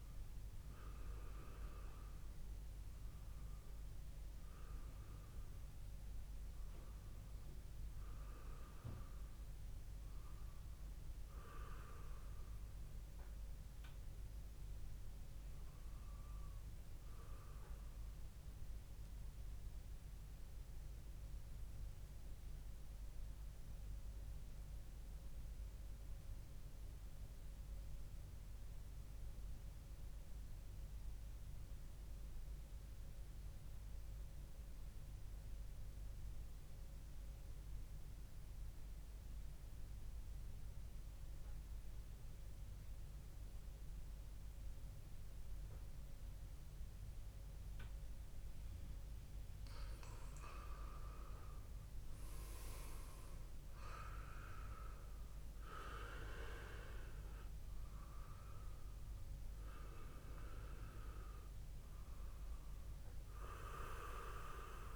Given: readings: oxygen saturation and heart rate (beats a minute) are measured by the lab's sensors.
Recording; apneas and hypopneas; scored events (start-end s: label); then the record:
breathing in sleep by a room microphone; 1
0.00-9.50 s: oxygen desaturation (device-marked, oxygen 93% lowest, heart rate 58 extreme)
17.50-49.50 s: mixed apnea (oxygen 97% before, 93% lowest, heart rate 60 before, 58 extreme)
47.50-64.96 s: oxygen desaturation (device-marked, oxygen 98% before, 93% lowest, heart rate 65 before, 58 extreme)
51.00-55.00 s: arousal
From the record:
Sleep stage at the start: N2 (light sleep); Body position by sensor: on the back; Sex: male